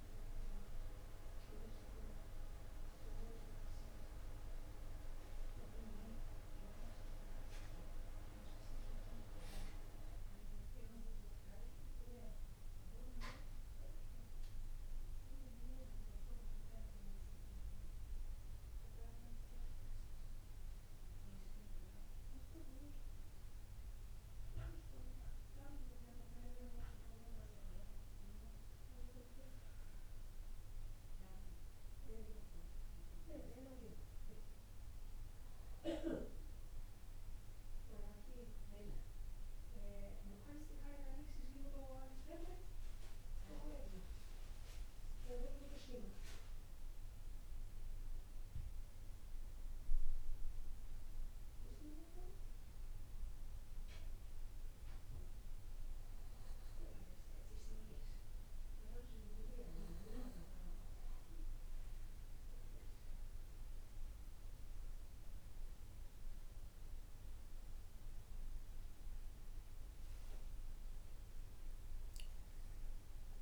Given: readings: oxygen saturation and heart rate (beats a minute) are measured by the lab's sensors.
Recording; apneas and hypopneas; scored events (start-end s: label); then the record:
breathing in sleep by a room microphone; 1
5.00-8.50 s: arousal
38.50-42.50 s: arousal
48.00-60.50 s: hypopnea (oxygen 96% before, 93% lowest, heart rate 62 before, 60 extreme, up 5 after)
64.00-73.42 s: new sleep stage, awake
From the record:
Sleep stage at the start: N2 (light sleep); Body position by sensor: on the back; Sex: male